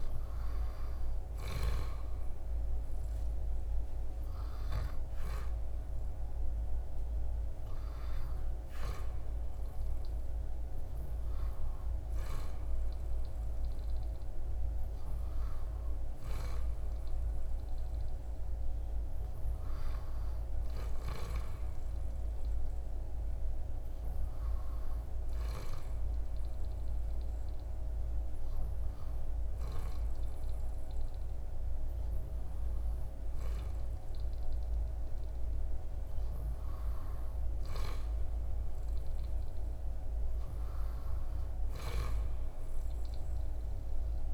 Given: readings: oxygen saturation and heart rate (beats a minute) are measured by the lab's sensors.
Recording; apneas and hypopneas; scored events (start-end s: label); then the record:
breathing in sleep, hard to hear, by a room microphone; none
27.00-44.34 s: new sleep stage, N2 (light sleep)
From the record:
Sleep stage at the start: REM sleep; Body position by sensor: on the back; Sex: male